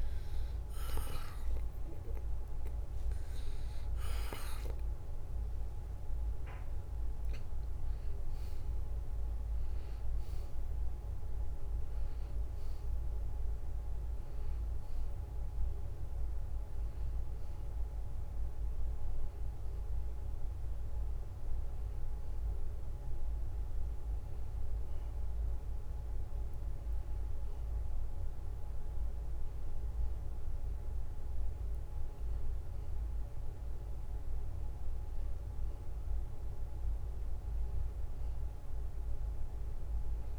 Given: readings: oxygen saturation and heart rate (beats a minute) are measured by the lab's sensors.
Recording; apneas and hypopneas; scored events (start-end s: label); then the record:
breathing in sleep, hard to hear, by a room microphone; none
1.50-6.00 s: arousal
5.00-25.00 s: oxygen desaturation (device-marked, oxygen 94% before, 89% lowest, heart rate 70 before, 72 extreme)
34.00-37.50 s: arousal
From the record:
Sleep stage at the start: N2 (light sleep); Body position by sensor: on the back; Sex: male